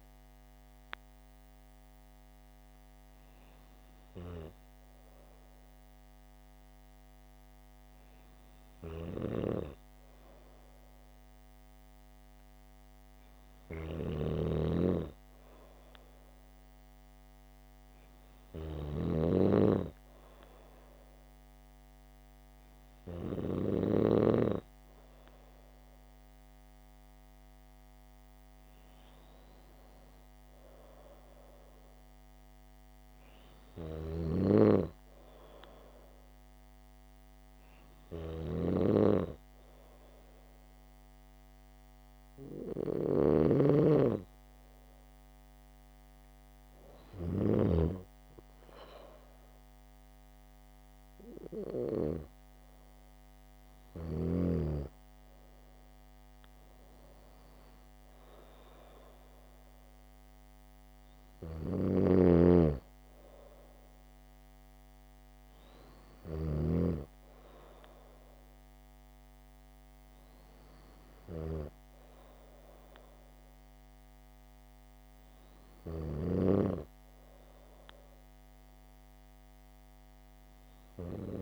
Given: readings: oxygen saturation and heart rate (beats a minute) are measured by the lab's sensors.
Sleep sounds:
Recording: breathing in sleep by a microphone on the trachea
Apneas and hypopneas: none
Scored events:
14.00-24.00 s: snoring (device-marked)
34.00-48.00 s: snoring (device-marked)
61.50-66.50 s: snoring (device-marked)
From the record:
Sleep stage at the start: N2 (light sleep)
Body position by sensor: on the back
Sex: female

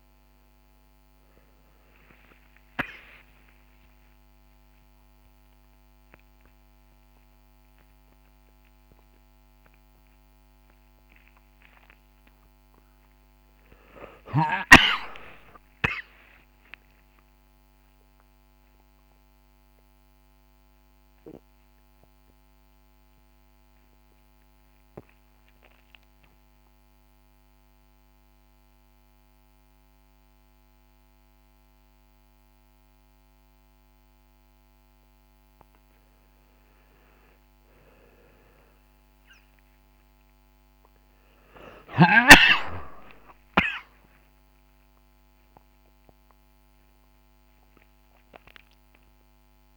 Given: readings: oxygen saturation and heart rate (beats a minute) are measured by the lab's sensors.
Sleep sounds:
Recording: a person awake in a sleep study, by a microphone on the trachea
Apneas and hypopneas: none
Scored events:
none scored
From the record:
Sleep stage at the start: awake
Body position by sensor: on the right side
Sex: male

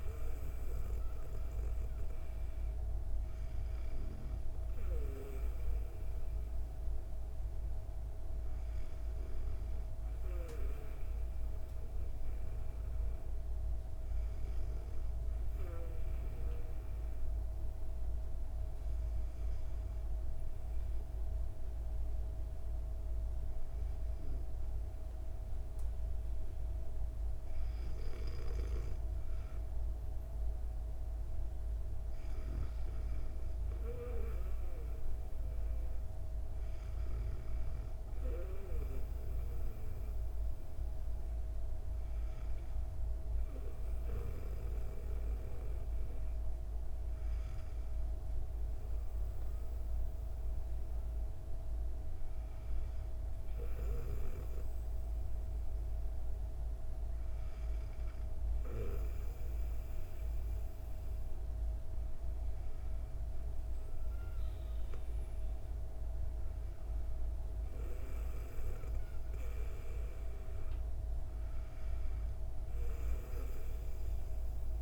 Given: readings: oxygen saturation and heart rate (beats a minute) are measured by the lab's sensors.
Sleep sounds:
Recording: breathing in sleep by a room microphone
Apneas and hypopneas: 1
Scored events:
15.00-29.00 s: hypopnea (oxygen 97% before, 96% lowest)
30.00-33.50 s: arousal
From the record:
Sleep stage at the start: N2 (light sleep)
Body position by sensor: on the back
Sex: female

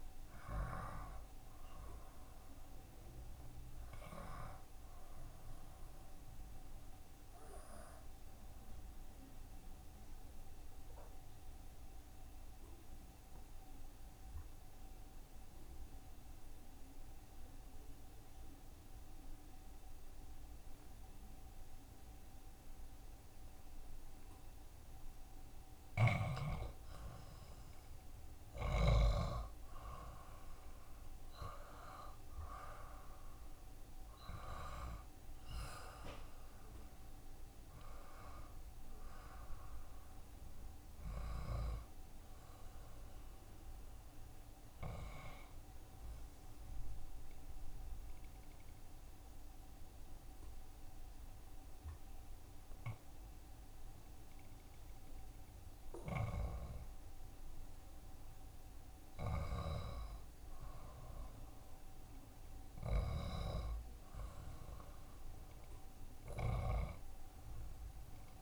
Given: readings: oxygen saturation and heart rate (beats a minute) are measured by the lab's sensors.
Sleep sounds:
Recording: breathing in sleep by a room microphone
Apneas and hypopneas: 2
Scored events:
8.00-10.00 s: long interval between heartbeats (device-marked, heart rate 77 before, 75 extreme)
8.00-25.00 s: obstructive apnea (oxygen 92% before, 81% lowest, heart rate 77 before, 66 extreme, up 2 after)
27.00-31.00 s: arousal
27.50-58.50 s: oxygen desaturation (device-marked, oxygen 89% before, 81% lowest, heart rate 71 before, 66 extreme)
41.50-43.50 s: long interval between heartbeats (device-marked, heart rate 73 before, 73 extreme)
46.00-57.50 s: obstructive apnea (oxygen 89% before, 79% lowest, heart rate 73 before, 68 extreme, up 2 after)
60.50-64.50 s: arousal
From the record:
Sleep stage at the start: N1 (lightest sleep)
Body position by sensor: on the back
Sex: male

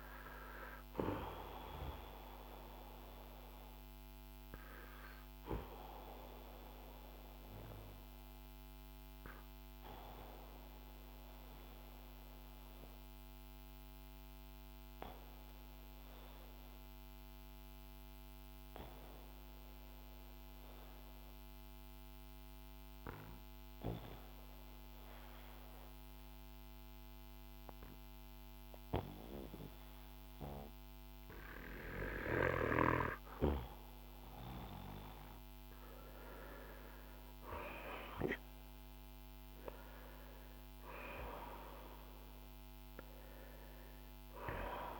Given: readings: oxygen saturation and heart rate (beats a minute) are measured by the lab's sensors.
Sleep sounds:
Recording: breathing in sleep by a microphone on the trachea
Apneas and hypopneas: 1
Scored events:
0.00-21.00 s: oxygen desaturation (device-marked, oxygen 89% lowest, heart rate 45 extreme)
3.00-35.50 s: obstructive apnea (oxygen 97% before, 89% lowest, heart rate 54 before, 45 extreme, up 6 after)
33.00-45.00 s: oxygen desaturation (device-marked, oxygen 97% before, 89% lowest, heart rate 53 before, 45 extreme)
37.00-41.50 s: arousal
From the record:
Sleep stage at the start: N2 (light sleep)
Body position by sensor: on the back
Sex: male

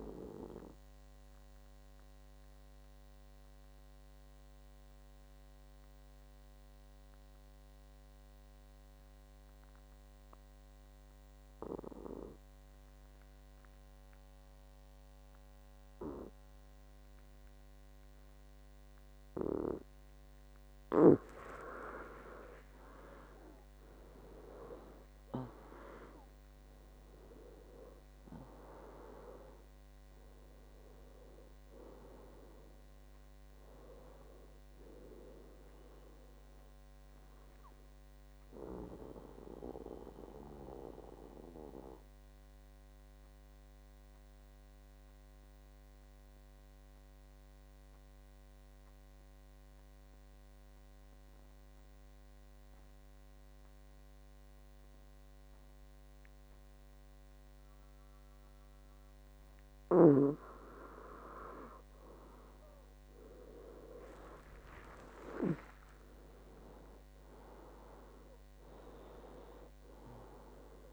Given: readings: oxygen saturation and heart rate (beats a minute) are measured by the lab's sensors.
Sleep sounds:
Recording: breathing in sleep by a microphone on the trachea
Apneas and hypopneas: 2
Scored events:
0.00-1.50 s: oxygen desaturation (device-marked, oxygen 95% lowest, heart rate 64 extreme)
1.00-20.00 s: obstructive apnea (oxygen 98% before, 91% lowest, heart rate 70 before, 64 extreme, up 16 after)
22.50-26.50 s: arousal
22.50-51.50 s: oxygen desaturation (device-marked, oxygen 96% before, 91% lowest, heart rate 65 before, 62 extreme)
38.00-60.00 s: mixed apnea (oxygen 97% before, 91% lowest, heart rate 74 before, 62 extreme, up 15 after)
61.50-65.50 s: arousal
From the record:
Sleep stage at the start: N2 (light sleep)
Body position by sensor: on the back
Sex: male

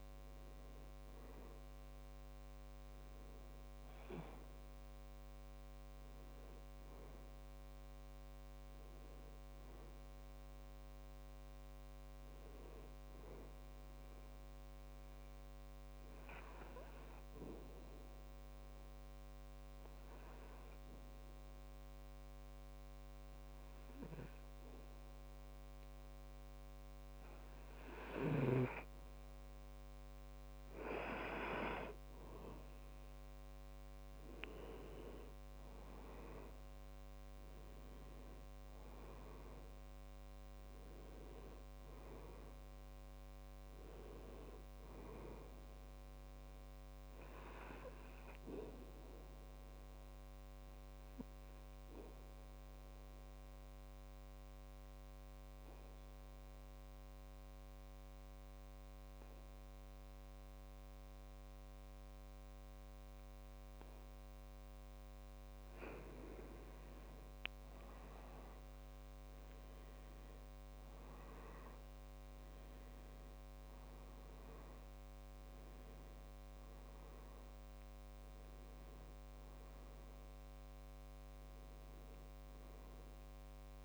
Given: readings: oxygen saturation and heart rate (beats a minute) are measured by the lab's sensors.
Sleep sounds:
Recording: breathing in sleep by a microphone on the trachea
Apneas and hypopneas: 2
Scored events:
0.00-24.50 s: oxygen desaturation (device-marked, oxygen 89% lowest, heart rate 66 extreme)
15.50-28.00 s: obstructive apnea (oxygen 97% before, 89% lowest, heart rate 72 before, 66 extreme, up 4 after)
33.50-37.50 s: arousal
41.50-57.50 s: oxygen desaturation (device-marked, oxygen 98% before, 94% lowest, heart rate 68 before, 65 extreme)
50.00-66.00 s: obstructive apnea (oxygen 99% before, 91% lowest, heart rate 70 before, 65 extreme, up 8 after)
68.00-71.50 s: arousal
69.50-83.85 s: oxygen desaturation (device-marked, oxygen 98% before, 91% lowest, heart rate 66 before, 65 extreme)
From the record:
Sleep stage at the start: N2 (light sleep)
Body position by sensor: on the back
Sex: male

